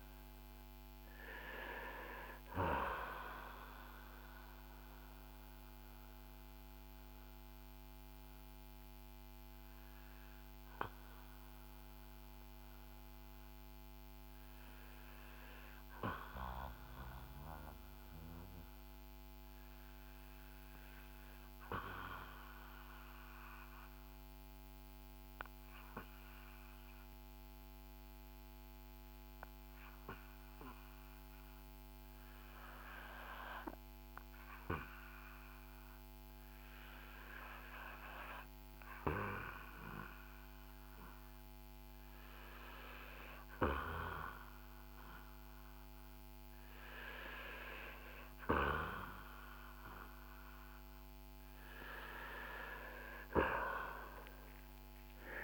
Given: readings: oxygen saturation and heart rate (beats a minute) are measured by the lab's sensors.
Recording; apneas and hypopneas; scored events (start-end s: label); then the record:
breathing in sleep by a microphone on the trachea; 1
0.00-21.50 s: oxygen desaturation (device-marked, oxygen 80% lowest, heart rate 51 extreme)
4.00-44.00 s: mixed apnea (oxygen 92% before, 80% lowest, heart rate 63 before, 53 extreme, up 7 after)
42.50-55.44 s: oxygen desaturation (device-marked, oxygen 97% before, 87% lowest, heart rate 57 before, 49 extreme)
45.00-50.00 s: arousal
From the record:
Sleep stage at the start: REM sleep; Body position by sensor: on the back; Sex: male